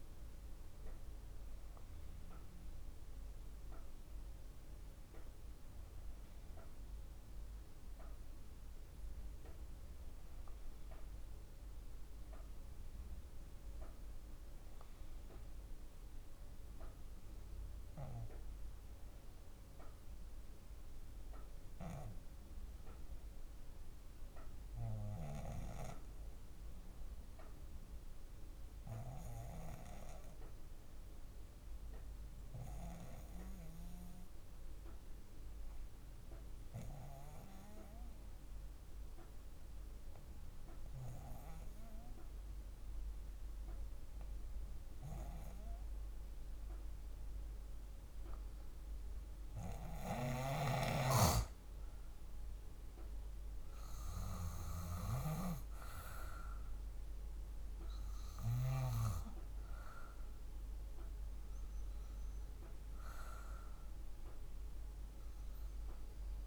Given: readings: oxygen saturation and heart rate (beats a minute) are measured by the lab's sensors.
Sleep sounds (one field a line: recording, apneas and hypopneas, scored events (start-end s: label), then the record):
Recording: breathing in sleep by a room microphone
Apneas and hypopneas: 1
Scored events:
18.00-32.00 s: drop in pulse transit time (device-marked, heart rate 50 before, 52 extreme)
33.50-49.50 s: obstructive apnea (oxygen 96% before, 91% lowest, heart rate 52 before, 51 extreme, up 6 after)
49.00-61.00 s: drop in pulse transit time (device-marked, heart rate 52 before, 52 extreme)
49.50-58.50 s: snoring (device-marked)
50.00-66.47 s: oxygen desaturation (device-marked, oxygen 95% before, 91% lowest, heart rate 52 before, 49 extreme)
52.00-56.00 s: arousal
From the record:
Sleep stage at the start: N2 (light sleep)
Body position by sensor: on the back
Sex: female